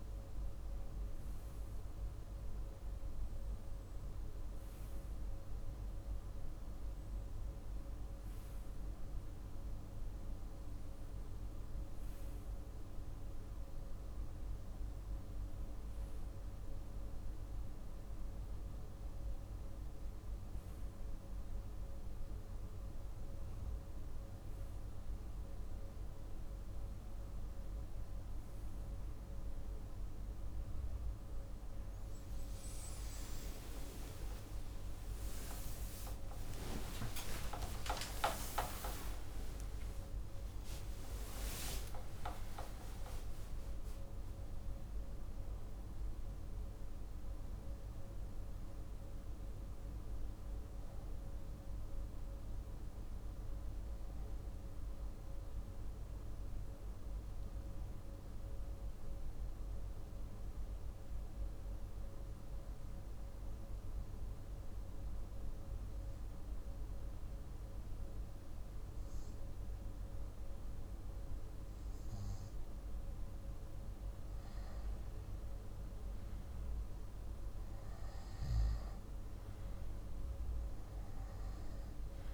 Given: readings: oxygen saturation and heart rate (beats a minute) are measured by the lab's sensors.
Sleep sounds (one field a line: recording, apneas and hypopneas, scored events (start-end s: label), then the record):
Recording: breathing in sleep, hard to hear, by a room microphone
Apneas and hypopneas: 1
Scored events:
9.50-82.34 s: new sleep stage, N2 (light sleep)
32.50-40.00 s: arousal
37.50-39.50 s: long interval between heartbeats (device-marked, heart rate 62 before, 119 extreme)
40.00-42.00 s: long interval between heartbeats (device-marked, heart rate 68 before, 131 extreme)
57.00-72.50 s: obstructive apnea (oxygen 98% before, 93% lowest, heart rate 95 before, 51 extreme, up 6 after)
74.50-80.00 s: arousal
79.50-82.34 s: oxygen desaturation (device-marked, oxygen 98% before, 93% lowest, heart rate 53 before, 53 extreme)
From the record:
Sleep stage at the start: REM sleep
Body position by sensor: on the back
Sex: male